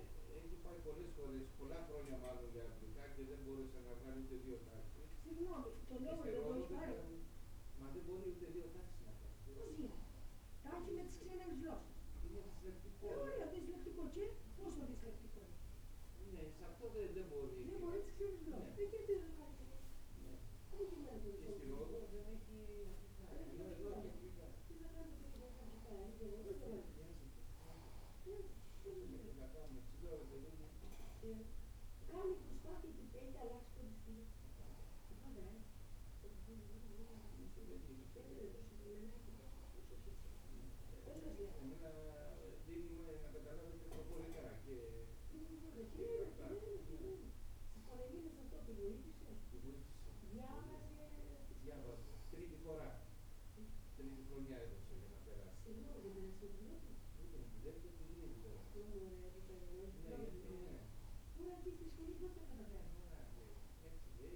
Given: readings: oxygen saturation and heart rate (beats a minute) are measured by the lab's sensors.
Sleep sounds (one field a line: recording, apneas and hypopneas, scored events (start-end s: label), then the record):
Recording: breathing in sleep by a room microphone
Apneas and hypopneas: none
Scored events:
none scored
From the record:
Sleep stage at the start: N2 (light sleep)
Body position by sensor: on the right side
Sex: female